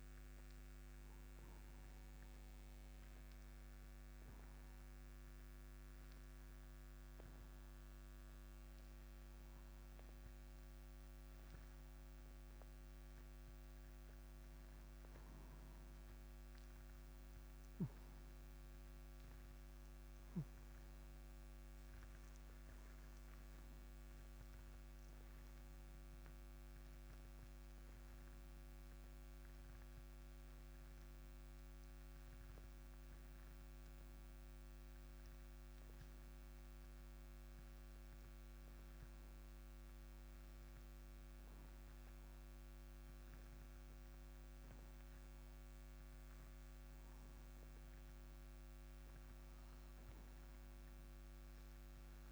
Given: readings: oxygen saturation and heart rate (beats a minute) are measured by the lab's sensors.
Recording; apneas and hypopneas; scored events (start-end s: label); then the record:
breathing in sleep, hard to hear, by a microphone on the trachea; 2
2.50-14.00 s: obstructive apnea (oxygen 95% before, 90% lowest, heart rate 118 before, 96 extreme, up 51 after)
17.00-21.00 s: arousal
36.50-47.50 s: obstructive apnea (oxygen 95% before, 90% lowest, heart rate 137 before, 70 extreme)
37.50-52.32 s: oxygen desaturation (device-marked, oxygen 95% before, 90% lowest, heart rate 136 before, 70 extreme)
50.00-52.32 s: arousal
From the record:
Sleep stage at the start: N2 (light sleep); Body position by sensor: on the right side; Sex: male